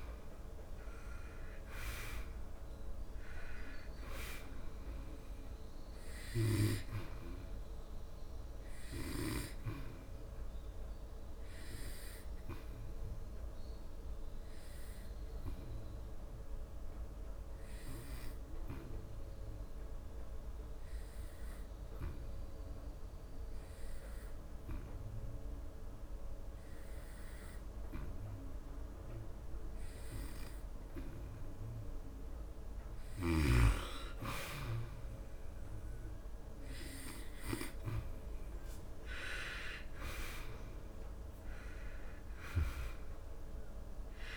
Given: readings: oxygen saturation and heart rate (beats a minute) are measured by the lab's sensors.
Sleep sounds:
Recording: breathing in sleep by a room microphone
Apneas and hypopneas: 1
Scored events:
0.00-3.00 s: arousal
0.00-24.00 s: oxygen desaturation (device-marked, oxygen 89% lowest, heart rate 69 extreme)
10.50-31.50 s: obstructive apnea (oxygen 98% before, 87% lowest, heart rate 75 before, 69 extreme, up 0 after)
33.00-44.37 s: oxygen desaturation (device-marked, oxygen 98% before, 87% lowest, heart rate 74 before, 69 extreme)
34.50-39.00 s: arousal
From the record:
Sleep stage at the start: N2 (light sleep)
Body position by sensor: on the back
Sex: male

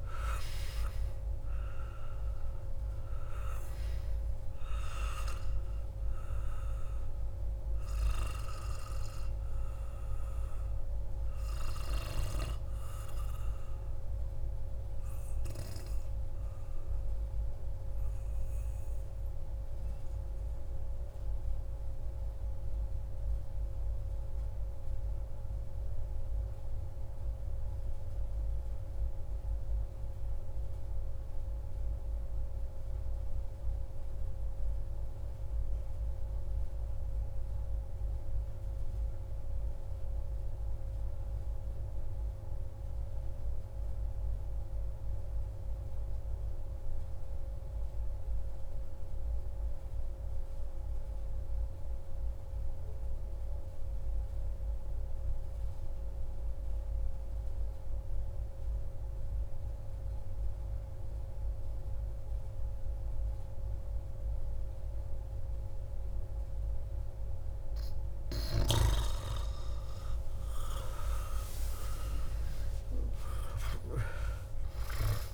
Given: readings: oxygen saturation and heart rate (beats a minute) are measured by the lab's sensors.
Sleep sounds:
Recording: breathing in sleep by a room microphone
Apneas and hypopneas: 1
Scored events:
0.00-21.50 s: oxygen desaturation (device-marked, oxygen 90% lowest)
15.00-67.00 s: mixed apnea (oxygen 96% before, 88% lowest)
46.50-75.33 s: oxygen desaturation (device-marked, oxygen 97% before, 88% lowest)
68.50-73.50 s: arousal
From the record:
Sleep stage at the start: N2 (light sleep)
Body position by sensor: on the back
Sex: male

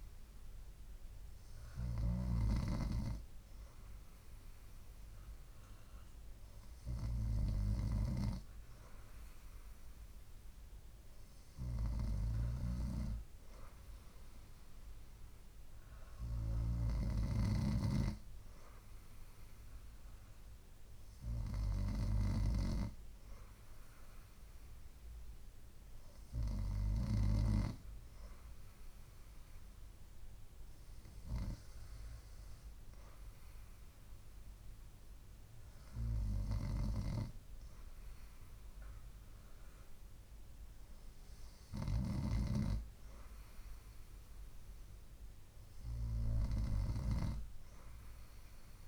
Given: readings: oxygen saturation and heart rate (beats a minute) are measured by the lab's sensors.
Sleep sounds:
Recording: breathing in sleep by a room microphone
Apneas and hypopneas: none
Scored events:
none scored
From the record:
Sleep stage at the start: N2 (light sleep)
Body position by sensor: on the right side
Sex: female

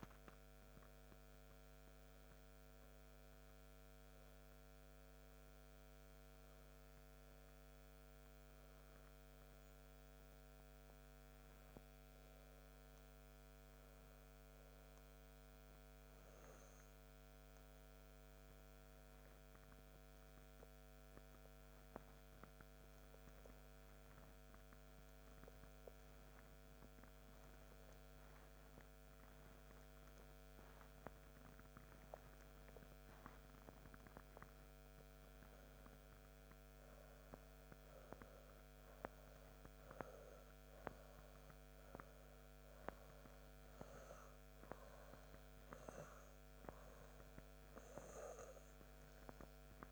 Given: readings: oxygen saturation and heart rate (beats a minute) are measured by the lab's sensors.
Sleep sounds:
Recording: breathing in sleep by a microphone on the trachea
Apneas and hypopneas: 1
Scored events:
13.50-33.50 s: obstructive apnea (oxygen 100% before, 94% lowest, heart rate 98 before, 67 extreme, up 0 after)
35.50-39.50 s: arousal
38.00-49.92 s: oxygen desaturation (device-marked, oxygen 100% before, 94% lowest, heart rate 80 before, 74 extreme)
From the record:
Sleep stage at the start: N1 (lightest sleep)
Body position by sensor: on the right side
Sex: male

